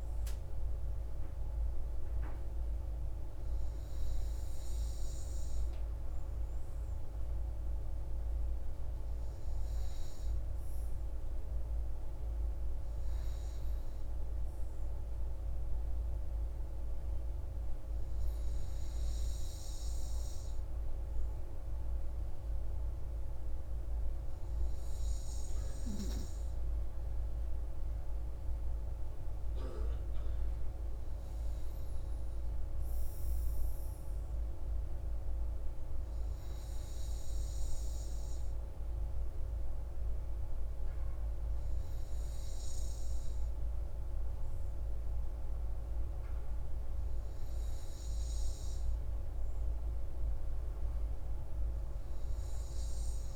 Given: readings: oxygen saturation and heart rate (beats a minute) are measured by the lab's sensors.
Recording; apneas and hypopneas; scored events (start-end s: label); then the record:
breathing in sleep, hard to hear, by a room microphone; none
none scored
From the record:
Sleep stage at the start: N2 (light sleep); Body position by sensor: on the front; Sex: male